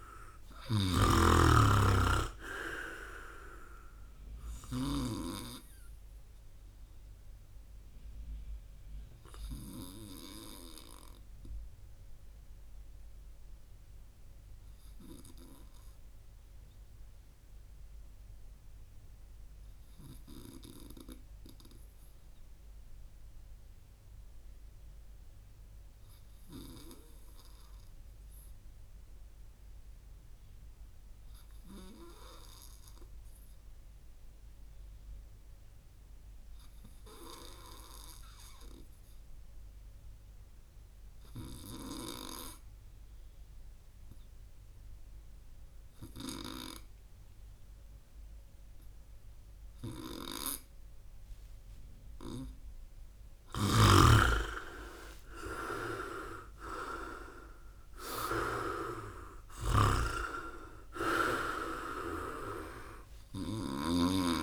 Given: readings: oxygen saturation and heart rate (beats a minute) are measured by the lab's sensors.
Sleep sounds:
breathing in sleep by a room microphone; 1
0.00-4.50 s: snoring (device-marked)
7.00-51.00 s: obstructive apnea (oxygen 99% before, 94% lowest)
53.00-58.50 s: snoring (device-marked)
53.50-57.50 s: arousal
From the record:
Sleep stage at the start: N2 (light sleep); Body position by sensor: on the right side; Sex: male

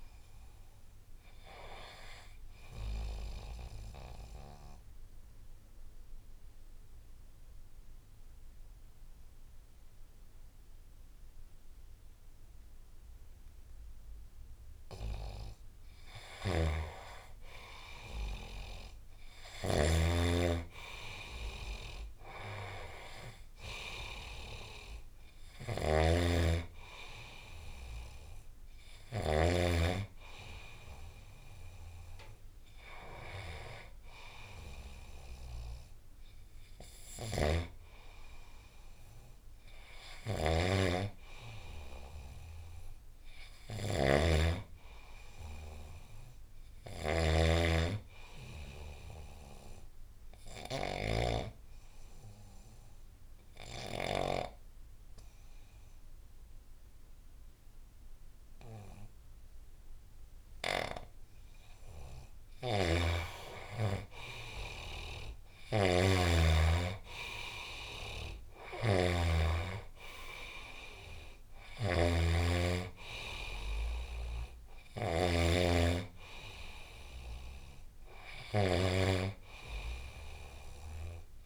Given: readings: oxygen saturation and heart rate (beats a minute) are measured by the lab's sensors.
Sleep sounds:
breathing in sleep by a room microphone; 2
3.50-15.50 s: obstructive apnea (oxygen 97% before, 92% lowest, heart rate 82 before, 70 extreme, up 8 after)
16.00-29.00 s: snoring (device-marked)
17.50-20.50 s: arousal
20.50-36.50 s: oxygen desaturation (device-marked, oxygen 98% before, 93% lowest, heart rate 76 before, 66 extreme)
37.00-54.00 s: snoring (device-marked)
44.00-46.50 s: arousal
48.50-60.50 s: obstructive apnea (oxygen 98% before, 92% lowest, heart rate 78 before, 66 extreme, up 16 after)
62.00-65.00 s: arousal
62.00-81.46 s: snoring (device-marked)
67.50-81.46 s: oxygen desaturation (device-marked, oxygen 96% before, 92% lowest, heart rate 75 before, 69 extreme)
From the record:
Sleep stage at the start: N2 (light sleep); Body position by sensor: on the right side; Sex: male

